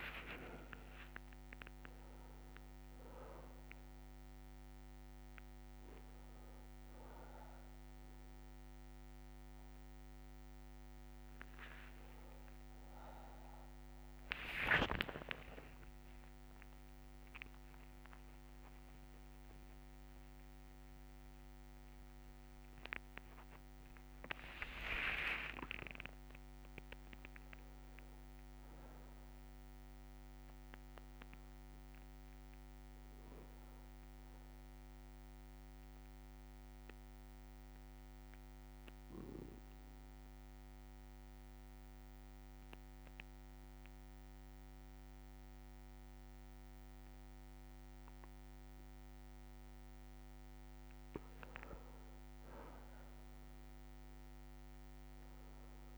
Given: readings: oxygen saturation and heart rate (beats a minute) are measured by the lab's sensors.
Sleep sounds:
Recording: a person partly awake in a sleep study, by a microphone on the trachea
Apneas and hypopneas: 1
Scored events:
0.00-22.00 s: oxygen desaturation (device-marked, oxygen 92% lowest, heart rate 27 extreme)
0.50-2.50 s: long interval between heartbeats (device-marked, heart rate 66 before, 102 extreme)
11.50-13.50 s: long interval between heartbeats (device-marked, heart rate 77 before, 80 extreme)
12.00-15.00 s: tachycardia (device-marked, heart rate 64 before, 89 extreme)
15.00-17.00 s: long interval between heartbeats (device-marked, heart rate 81 before, 116 extreme)
16.00-28.00 s: tachycardia (device-marked, heart rate 65 before, 147 extreme)
19.50-21.50 s: long interval between heartbeats (device-marked, heart rate 88 before, 115 extreme)
25.00-27.00 s: long interval between heartbeats (device-marked, heart rate 96 before, 120 extreme)
25.00-55.98 s: new sleep stage, N2 (light sleep)
28.00-35.00 s: bradycardia (device-marked, heart rate 66 before, 27 extreme)
36.50-50.00 s: obstructive apnea (oxygen 99% before, 95% lowest, heart rate 98 before, 52 extreme, up 4 after)
52.50-55.98 s: arousal
From the record:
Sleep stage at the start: awake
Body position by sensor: on the back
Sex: male

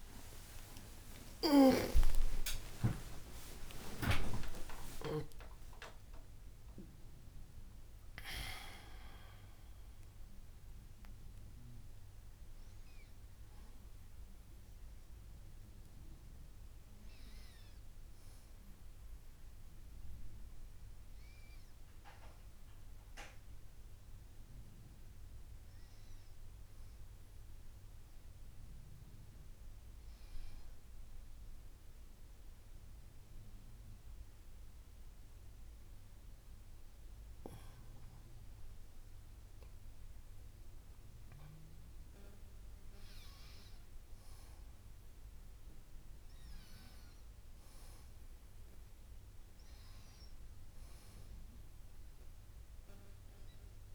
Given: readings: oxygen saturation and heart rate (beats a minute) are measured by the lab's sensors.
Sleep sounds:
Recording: a person awake in a sleep study, by a room microphone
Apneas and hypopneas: 1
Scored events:
0.00-29.00 s: oxygen desaturation (device-marked, oxygen 89% lowest, heart rate 58 extreme)
29.00-53.95 s: new sleep stage, N1 (lightest sleep)
32.50-44.00 s: obstructive apnea (oxygen 99% before, 94% lowest, heart rate 69 before, 58 extreme, up 17 after)
45.50-50.00 s: arousal
From the record:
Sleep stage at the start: awake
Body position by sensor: on the back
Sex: female

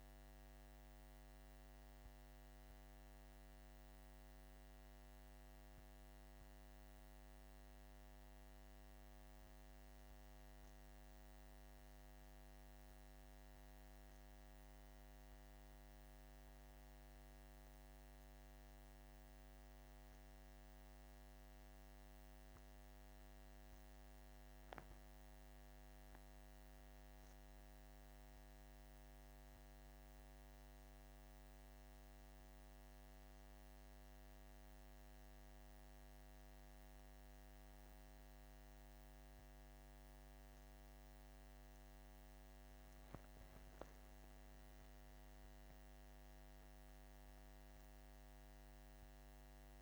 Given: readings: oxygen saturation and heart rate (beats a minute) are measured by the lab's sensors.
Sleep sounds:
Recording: breathing in sleep, hard to hear, by a microphone on the trachea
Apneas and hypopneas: none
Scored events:
42.50-47.00 s: arousal
From the record:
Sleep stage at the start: N2 (light sleep)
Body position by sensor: on the back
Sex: male

